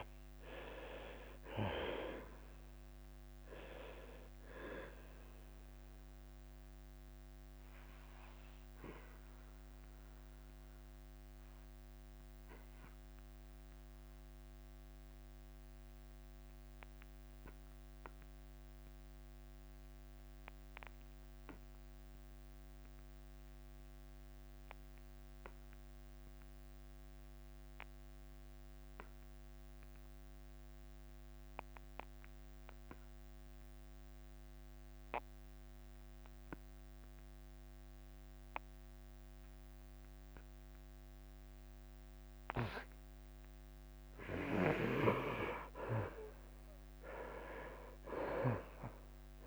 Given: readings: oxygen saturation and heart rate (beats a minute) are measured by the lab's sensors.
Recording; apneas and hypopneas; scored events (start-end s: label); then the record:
breathing in sleep by a microphone on the trachea; 1
0.00-9.50 s: drop in pulse transit time (device-marked, heart rate 89 extreme)
7.50-44.50 s: obstructive apnea (oxygen 97% before, 74% lowest, heart rate 88 before, 82 extreme, up 8 after)
19.50-32.50 s: oxygen desaturation (device-marked, oxygen 97% before, 74% lowest, heart rate 90 before, 82 extreme)
42.50-49.47 s: drop in pulse transit time (device-marked, heart rate 86 before, 85 extreme)
From the record:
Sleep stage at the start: N2 (light sleep); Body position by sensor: on the back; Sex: male